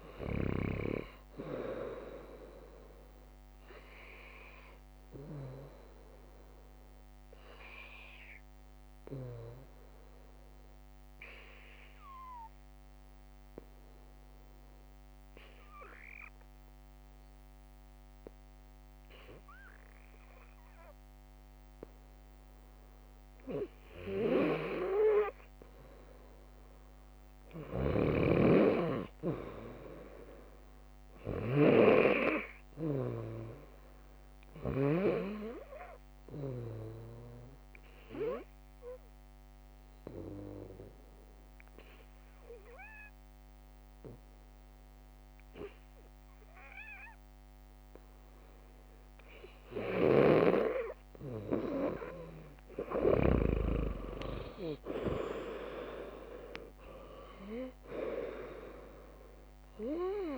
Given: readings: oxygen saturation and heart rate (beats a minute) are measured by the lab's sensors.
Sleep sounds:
breathing in sleep by a microphone on the trachea; 2
0.00-18.00 s: drop in pulse transit time (device-marked, heart rate 61 extreme)
10.50-21.50 s: hypopnea (oxygen 100% before, 96% lowest, heart rate 67 before, 56 extreme)
22.00-32.00 s: bradycardia (device-marked, heart rate 69 before, 56 extreme)
25.00-29.50 s: arousal
27.50-34.50 s: snoring (device-marked)
38.50-49.00 s: hypopnea (oxygen 100% before, 96% lowest, heart rate 61 before, 57 extreme, up 6 after)
41.00-45.00 s: drop in pulse transit time (device-marked, heart rate 60 before, 63 extreme)
49.00-51.00 s: bradycardia (device-marked, heart rate 69 before, 66 extreme)
49.50-53.00 s: snoring (device-marked)
52.50-57.00 s: arousal
56.00-60.38 s: drop in pulse transit time (device-marked, heart rate 66 before, 60 extreme)
From the record:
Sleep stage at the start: N2 (light sleep); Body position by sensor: on the left side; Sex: female

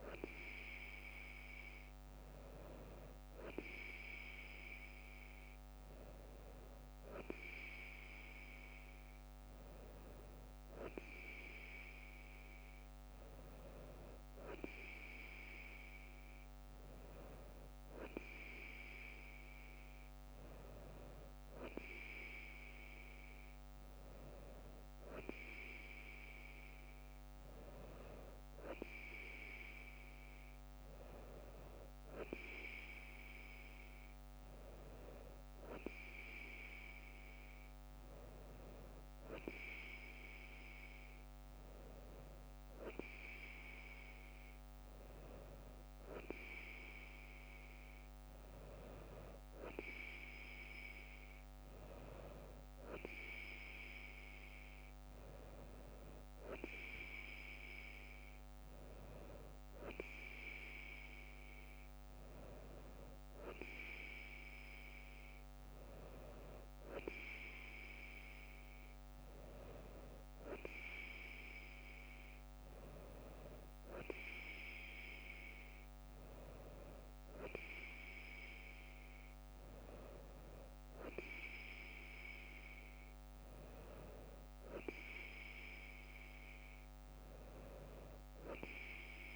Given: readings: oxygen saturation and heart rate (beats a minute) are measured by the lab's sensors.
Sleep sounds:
breathing in sleep by a microphone on the trachea; none
none scored
From the record:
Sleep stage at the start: N2 (light sleep); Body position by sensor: on the right side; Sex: female

